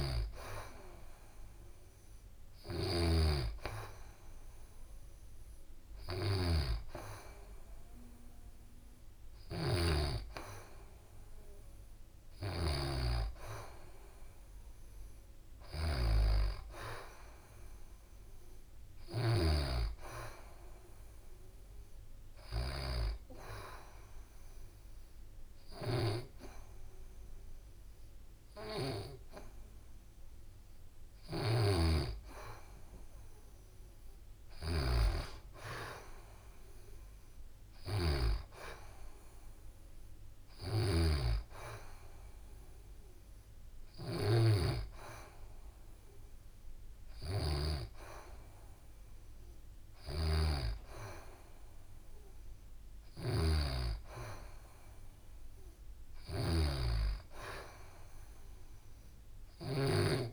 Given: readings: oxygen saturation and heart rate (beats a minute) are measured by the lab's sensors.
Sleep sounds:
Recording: breathing in sleep by a room microphone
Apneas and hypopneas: 1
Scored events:
0.00-19.00 s: snoring (device-marked)
15.50-19.50 s: arousal
22.50-33.50 s: hypopnea (oxygen 93% before, 90% lowest, heart rate 70 before, 68 extreme, up 4 after)
30.50-59.50 s: snoring (device-marked)
35.50-38.50 s: arousal
42.00-58.00 s: oxygen desaturation (device-marked, oxygen 93% before, 90% lowest, heart rate 69 before, 68 extreme)
From the record:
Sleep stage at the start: N2 (light sleep)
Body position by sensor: on the back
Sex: female

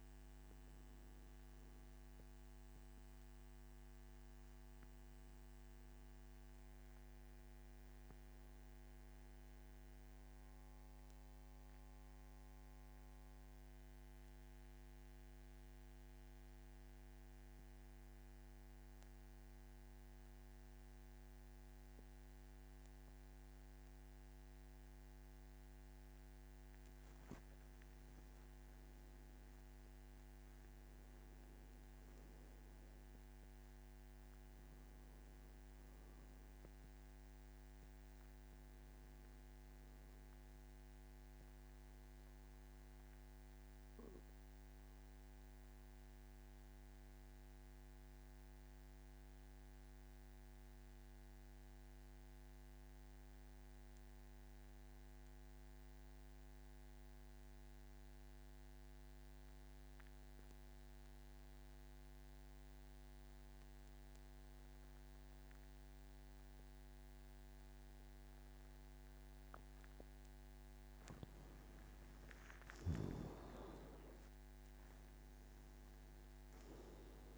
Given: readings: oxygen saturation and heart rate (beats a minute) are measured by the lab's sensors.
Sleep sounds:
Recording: breathing in sleep, hard to hear, by a microphone on the trachea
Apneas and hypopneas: 2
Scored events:
0.00-14.00 s: oxygen desaturation (device-marked, oxygen 89% lowest, heart rate 47 extreme)
8.00-25.00 s: mixed apnea (oxygen 98% before, 89% lowest, heart rate 57 before, 46 extreme, up 10 after)
28.00-31.50 s: arousal
32.00-57.00 s: oxygen desaturation (device-marked, oxygen 99% before, 92% lowest, heart rate 51 before, 46 extreme)
46.00-70.50 s: obstructive apnea (oxygen 99% before, 87% lowest, heart rate 53 before, 46 extreme, up 27 after)
69.00-77.38 s: oxygen desaturation (device-marked, oxygen 98% before, 87% lowest, heart rate 49 before, 52 extreme)
From the record:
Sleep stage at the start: N2 (light sleep)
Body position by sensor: on the back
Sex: male

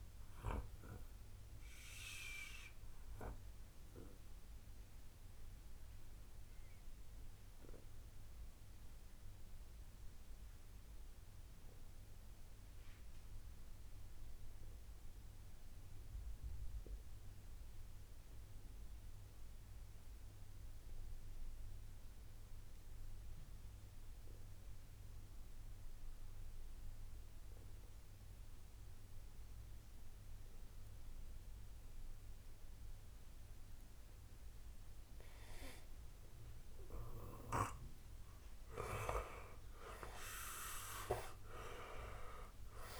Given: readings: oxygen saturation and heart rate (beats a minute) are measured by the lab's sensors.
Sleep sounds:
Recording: breathing in sleep by a room microphone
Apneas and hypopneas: 1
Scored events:
0.00-9.50 s: oxygen desaturation (device-marked, oxygen 93% lowest, heart rate 48 extreme)
1.00-33.00 s: obstructive apnea (oxygen 97% before, 92% lowest, heart rate 68 before, 35 extreme, up 12 after)
36.50-43.00 s: oxygen desaturation (device-marked, oxygen 97% before, 93% lowest, heart rate 64 before, 35 extreme)
37.50-41.00 s: arousal
From the record:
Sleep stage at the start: N2 (light sleep)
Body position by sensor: on the right side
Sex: male

